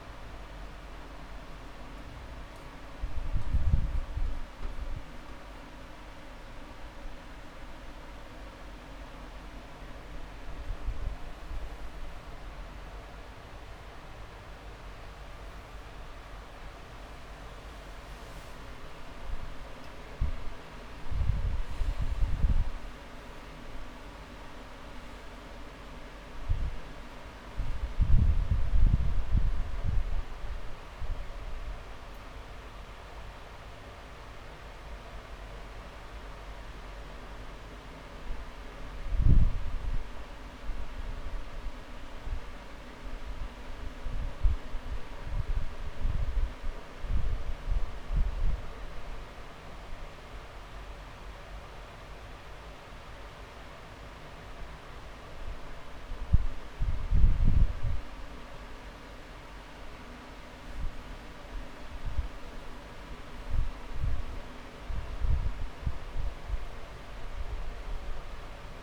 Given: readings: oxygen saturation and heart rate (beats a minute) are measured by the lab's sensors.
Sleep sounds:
breathing in sleep, hard to hear, by a room microphone; none
0.00-1.00 s: oxygen desaturation (device-marked, oxygen 96% lowest, heart rate 25 extreme)
2.50-4.50 s: long interval between heartbeats (device-marked, heart rate 51 before, 44 extreme)
8.00-10.00 s: long interval between heartbeats (device-marked, heart rate 40 before, 37 extreme)
9.50-13.50 s: arousal
10.50-12.50 s: long interval between heartbeats (device-marked, heart rate 38 before, 38 extreme)
11.00-12.00 s: drop in pulse transit time (device-marked, heart rate 39 before, 38 extreme)
13.00-15.00 s: long interval between heartbeats (device-marked, heart rate 39 before, 44 extreme)
16.00-18.00 s: long interval between heartbeats (device-marked, heart rate 40 before, 50 extreme)
24.00-26.00 s: long interval between heartbeats (device-marked, heart rate 38 before, 31 extreme)
27.00-49.00 s: oxygen desaturation (device-marked, oxygen 97% before, 93% lowest)
34.00-38.00 s: drop in pulse transit time (device-marked)
35.00-37.00 s: long interval between heartbeats (device-marked, heart rate 33 before, 30 extreme)
49.00-51.00 s: long interval between heartbeats (device-marked)
50.00-57.00 s: drop in pulse transit time (device-marked)
57.00-59.00 s: long interval between heartbeats (device-marked)
64.00-66.00 s: long interval between heartbeats (device-marked, heart rate 30 before, 33 extreme)
66.50-68.50 s: long interval between heartbeats (device-marked, heart rate 31 before, 38 extreme)
From the record:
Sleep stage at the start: N2 (light sleep); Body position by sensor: on the back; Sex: male

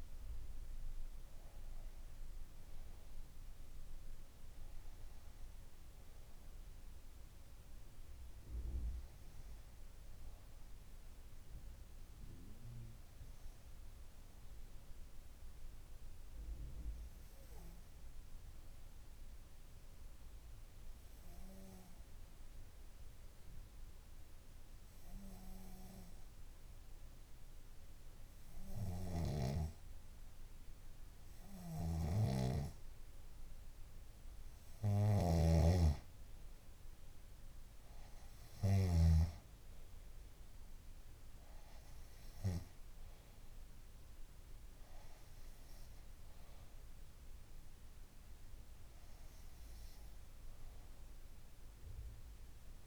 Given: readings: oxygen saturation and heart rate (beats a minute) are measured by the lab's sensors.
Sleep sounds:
breathing in sleep by a room microphone; 1
0.00-5.50 s: oxygen desaturation (device-marked, oxygen 91% lowest, heart rate 65 extreme)
12.00-26.00 s: hypopnea (oxygen 95% before, 91% lowest, heart rate 66 before, 61 extreme, up 3 after)
29.00-32.50 s: arousal
35.50-39.50 s: snoring (device-marked)
39.50-52.86 s: oxygen desaturation (device-marked, oxygen 96% before, 91% lowest, heart rate 68 before, 61 extreme)
From the record:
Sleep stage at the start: N2 (light sleep); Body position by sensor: on the back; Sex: female

